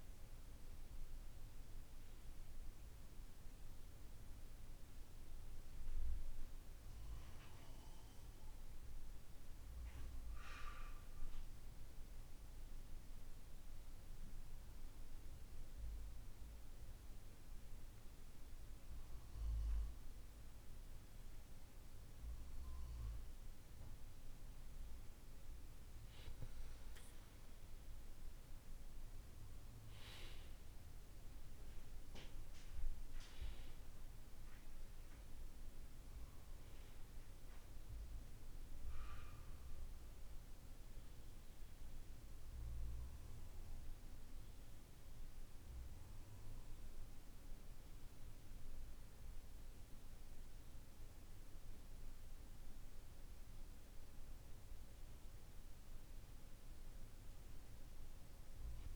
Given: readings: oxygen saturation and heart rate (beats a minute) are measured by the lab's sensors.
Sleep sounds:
breathing in sleep, hard to hear, by a room microphone; 2
8.00-23.00 s: obstructive apnea (oxygen 96% before, 94% lowest, heart rate 51 before, 49 extreme, up 3 after)
24.00-28.00 s: arousal
37.50-54.00 s: obstructive apnea (oxygen 97% before, 94% lowest, heart rate 51 before, 50 extreme, up 2 after)
55.50-58.96 s: arousal
From the record:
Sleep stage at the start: N2 (light sleep); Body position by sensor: on the back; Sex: male

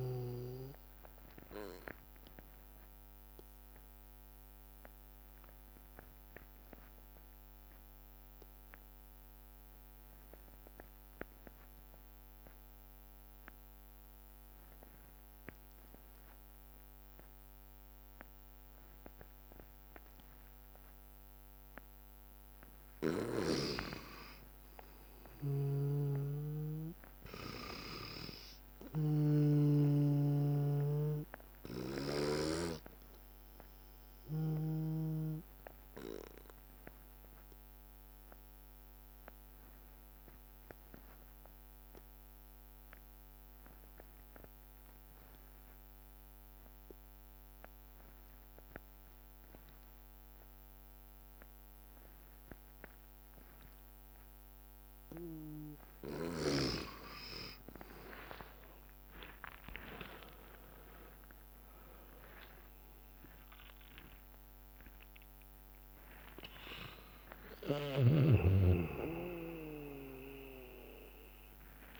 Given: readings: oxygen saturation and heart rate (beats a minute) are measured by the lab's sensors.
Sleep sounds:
breathing in sleep by a microphone on the trachea; 2
0.00-2.50 s: drop in pulse transit time (device-marked, heart rate 63 extreme)
0.00-10.50 s: oxygen desaturation (device-marked, oxygen 89% lowest, heart rate 57 extreme)
0.50-4.50 s: bradycardia (device-marked, heart rate 72 before, 58 extreme)
1.50-23.50 s: obstructive apnea (oxygen 96% before, 87% lowest, heart rate 70 before, 60 extreme, up 5 after)
24.50-43.50 s: oxygen desaturation (device-marked, oxygen 98% before, 92% lowest, heart rate 63 before, 62 extreme)
25.00-29.00 s: arousal
26.00-30.00 s: snoring (device-marked)
34.00-56.00 s: obstructive apnea (oxygen 99% before, 87% lowest, heart rate 65 before, 59 extreme, up 16 after)
53.50-72.00 s: oxygen desaturation (device-marked, oxygen 97% before, 87% lowest, heart rate 64 before, 59 extreme)
59.00-63.00 s: arousal
60.50-72.00 s: drop in pulse transit time (device-marked, heart rate 64 before, 60 extreme)
70.50-72.00 s: bradycardia (device-marked, heart rate 71 before, 63 extreme)
From the record:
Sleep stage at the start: N2 (light sleep); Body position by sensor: on the back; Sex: male

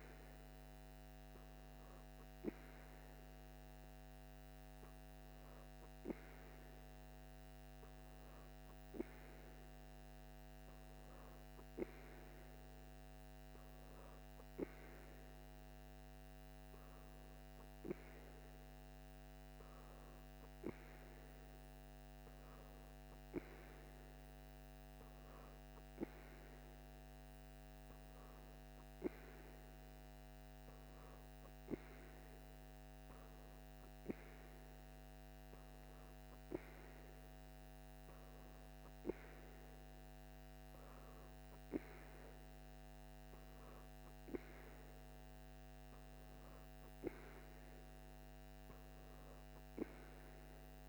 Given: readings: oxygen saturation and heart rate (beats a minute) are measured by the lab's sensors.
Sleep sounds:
breathing in sleep by a microphone on the trachea; none
3.50-50.89 s: new sleep stage, N3 (deep sleep)
From the record:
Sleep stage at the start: N2 (light sleep); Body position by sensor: on the back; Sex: female

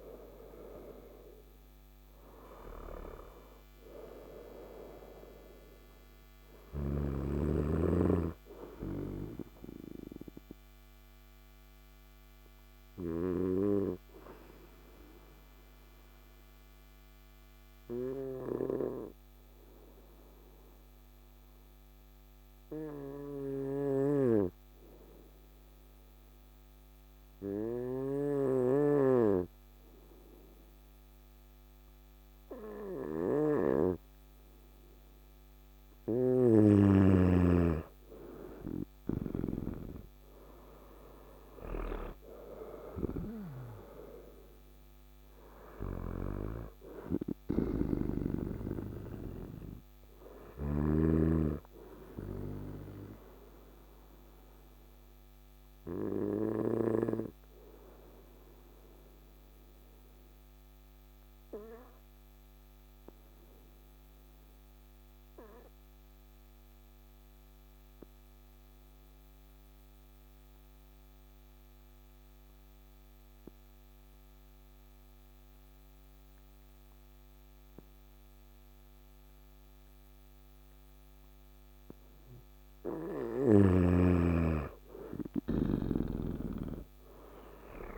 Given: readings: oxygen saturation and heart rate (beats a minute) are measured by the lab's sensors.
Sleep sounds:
breathing in sleep by a microphone on the trachea; 2
0.00-12.50 s: oxygen desaturation (device-marked, oxygen 94% lowest, heart rate 54 extreme)
8.00-34.50 s: obstructive apnea (oxygen 99% before, 94% lowest, heart rate 62 before, 54 extreme, up 11 after)
37.50-42.50 s: arousal
47.00-50.50 s: snoring (device-marked)
53.00-82.50 s: obstructive apnea (oxygen 99% before, 93% lowest, heart rate 61 before, 54 extreme, up 12 after)
83.50-87.98 s: oxygen desaturation (device-marked, oxygen 99% before, 93% lowest, heart rate 55 before, 54 extreme)
85.00-87.98 s: arousal
From the record:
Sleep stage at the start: N2 (light sleep); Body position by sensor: on the right side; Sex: male

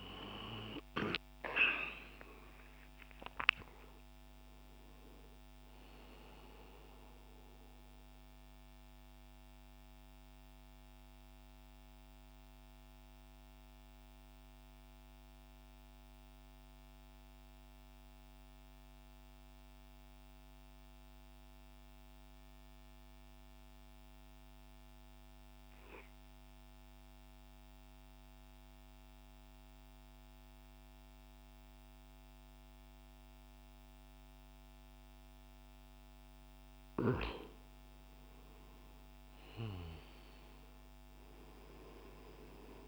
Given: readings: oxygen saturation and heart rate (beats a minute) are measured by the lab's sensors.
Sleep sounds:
breathing in sleep by a microphone on the trachea; 1
0.00-1.50 s: arousal
0.00-22.50 s: oxygen desaturation (device-marked, oxygen 94% lowest, heart rate 55 extreme)
8.50-36.50 s: central apnea (oxygen 99% before, 93% lowest, heart rate 83 before, 55 extreme, up 13 after)
38.50-41.50 s: arousal
38.50-42.88 s: oxygen desaturation (device-marked, oxygen 98% before, 93% lowest, heart rate 58 before, 59 extreme)
From the record:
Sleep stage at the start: N2 (light sleep); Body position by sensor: on the back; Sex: male

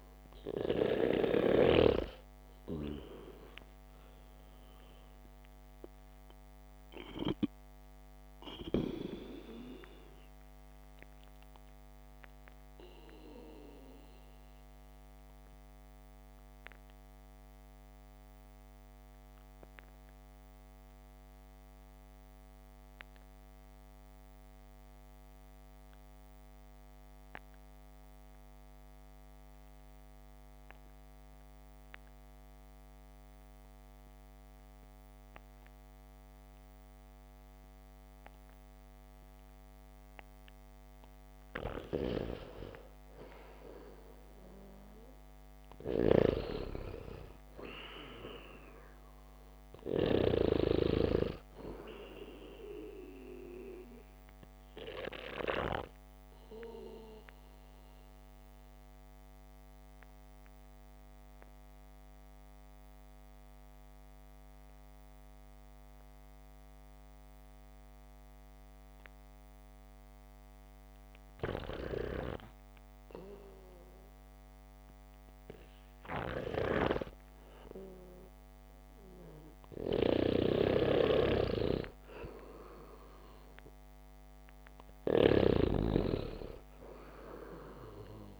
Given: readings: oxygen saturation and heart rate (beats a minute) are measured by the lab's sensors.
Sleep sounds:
breathing in sleep by a microphone on the trachea; 2
0.00-2.50 s: snoring (device-marked)
1.00-6.00 s: arousal
14.50-41.00 s: obstructive apnea (oxygen 98% before, 91% lowest, heart rate 79 before, 57 extreme, up 2 after)
42.00-59.00 s: oxygen desaturation (device-marked, oxygen 99% before, 94% lowest, heart rate 65 before, 57 extreme)
43.50-48.50 s: arousal
46.50-51.00 s: snoring (device-marked)
56.50-74.50 s: obstructive apnea (oxygen 99% before, 91% lowest, heart rate 62 before, 67 extreme, up 1 after)
65.00-72.00 s: oxygen desaturation (device-marked, oxygen 95% before, 91% lowest, heart rate 67 before, 67 extreme)
77.00-82.00 s: arousal
80.50-86.50 s: snoring (device-marked)
From the record:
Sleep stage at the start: REM sleep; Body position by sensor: on the back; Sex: male

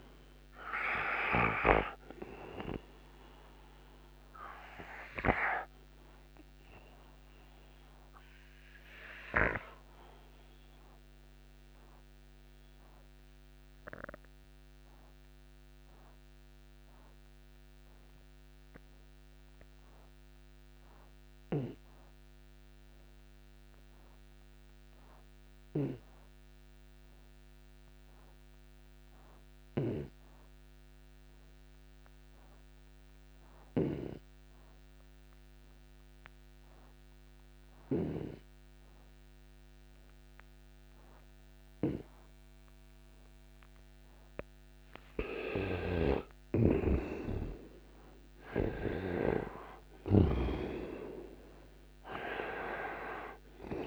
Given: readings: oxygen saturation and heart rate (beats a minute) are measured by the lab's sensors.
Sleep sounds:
breathing in sleep by a microphone on the trachea; 1
0.00-24.00 s: oxygen desaturation (device-marked, oxygen 83% lowest, heart rate 56 extreme)
7.00-44.00 s: obstructive apnea (oxygen 95% before, 79% lowest, heart rate 75 before, 56 extreme, up 12 after)
37.00-53.87 s: oxygen desaturation (device-marked, oxygen 98% before, 79% lowest, heart rate 58 before, 56 extreme)
45.50-50.50 s: snoring (device-marked)
46.00-49.00 s: arousal
From the record:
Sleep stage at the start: N2 (light sleep); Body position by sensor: on the right side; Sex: male

